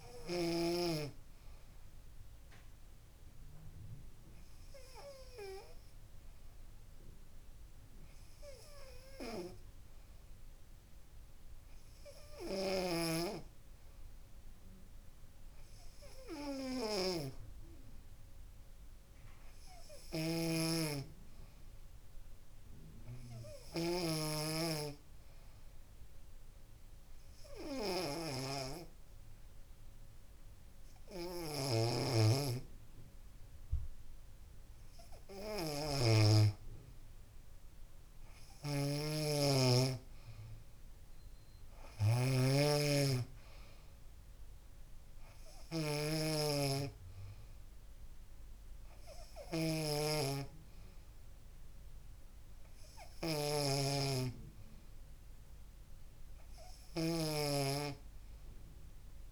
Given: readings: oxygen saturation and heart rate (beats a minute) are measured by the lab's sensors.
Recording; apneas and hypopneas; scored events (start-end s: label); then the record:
a person partly awake in a sleep study, by a room microphone; 1
20.00-23.50 s: arousal
25.00-36.00 s: hypopnea (oxygen 97% before, 94% lowest, heart rate 67 before, 68 extreme, up 3 after)
32.00-59.32 s: new sleep stage, awake
50.00-52.00 s: long interval between heartbeats (device-marked, heart rate 70 before, 79 extreme)
From the record:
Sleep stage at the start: N2 (light sleep); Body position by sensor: on the back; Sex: female